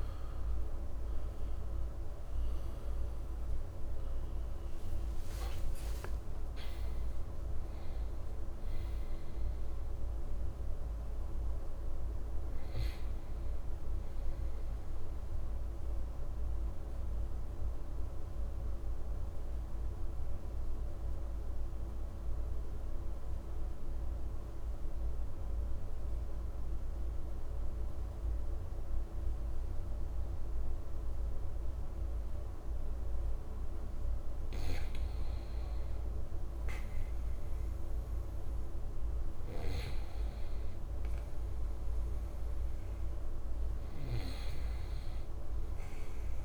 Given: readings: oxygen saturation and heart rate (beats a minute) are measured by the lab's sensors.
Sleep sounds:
breathing in sleep, hard to hear, by a room microphone; 1
0.00-3.00 s: tachycardia (device-marked, heart rate 106 extreme)
1.00-7.00 s: arousal
15.00-33.50 s: mixed apnea (oxygen 96% before, 93% lowest, heart rate 84 before, 48 extreme, up 9 after)
35.00-38.50 s: arousal
41.00-46.45 s: oxygen desaturation (device-marked, oxygen 98% before, 94% lowest, heart rate 51 before, 53 extreme)
From the record:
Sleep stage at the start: N2 (light sleep); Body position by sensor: on the right side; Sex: male

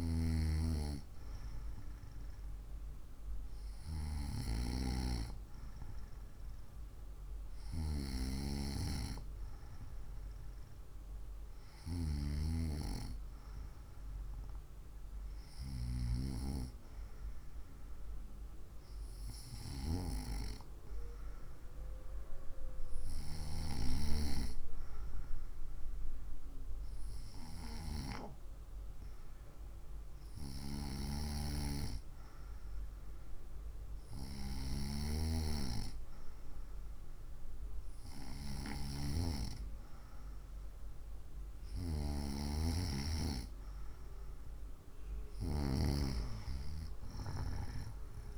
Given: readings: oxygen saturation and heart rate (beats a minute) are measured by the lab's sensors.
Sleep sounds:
breathing in sleep by a room microphone; none
none scored
From the record:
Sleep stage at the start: N2 (light sleep); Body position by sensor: on the right side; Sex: female

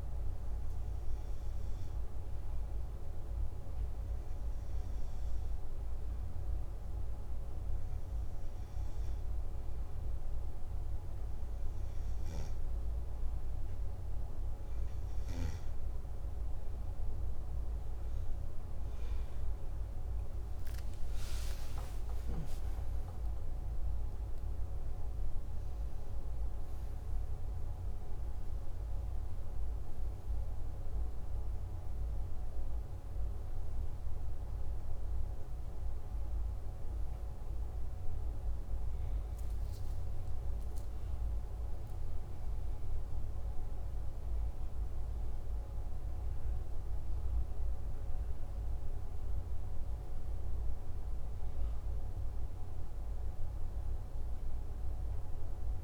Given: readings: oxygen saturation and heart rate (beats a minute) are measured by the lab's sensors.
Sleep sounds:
breathing in sleep, hard to hear, by a room microphone; none
26.00-55.84 s: new sleep stage, N1 (lightest sleep)
From the record:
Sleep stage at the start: N2 (light sleep); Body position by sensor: on the back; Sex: male

